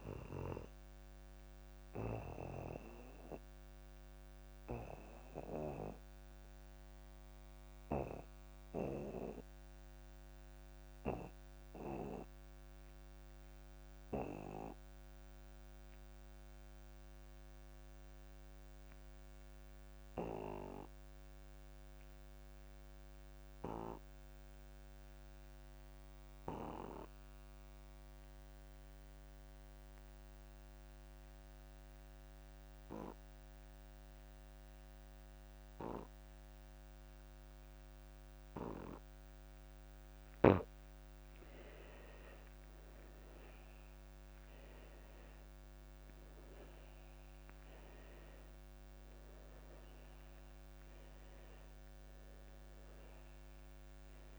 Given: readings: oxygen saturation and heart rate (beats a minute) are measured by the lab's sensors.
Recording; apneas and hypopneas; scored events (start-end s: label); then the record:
breathing in sleep by a microphone on the trachea; 1
0.00-16.50 s: oxygen desaturation (device-marked, oxygen 90% lowest)
0.50-40.00 s: obstructive apnea (oxygen 100% before, 75% lowest)
24.50-54.38 s: oxygen desaturation (device-marked, oxygen 97% before, 75% lowest)
42.50-46.50 s: arousal
From the record:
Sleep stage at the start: N2 (light sleep); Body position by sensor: on the back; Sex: male